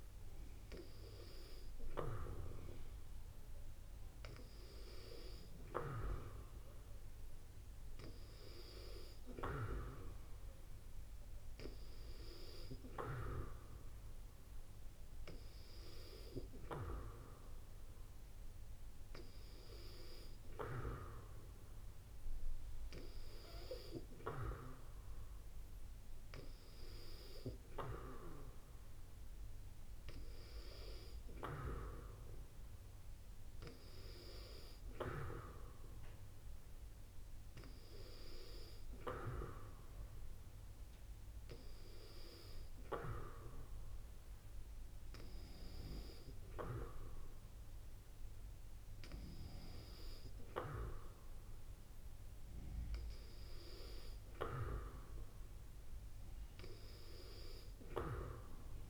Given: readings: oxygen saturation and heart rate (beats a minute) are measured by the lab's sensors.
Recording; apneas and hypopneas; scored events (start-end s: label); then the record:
breathing in sleep by a room microphone; none
none scored
From the record:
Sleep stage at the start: N2 (light sleep); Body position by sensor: on the back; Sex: female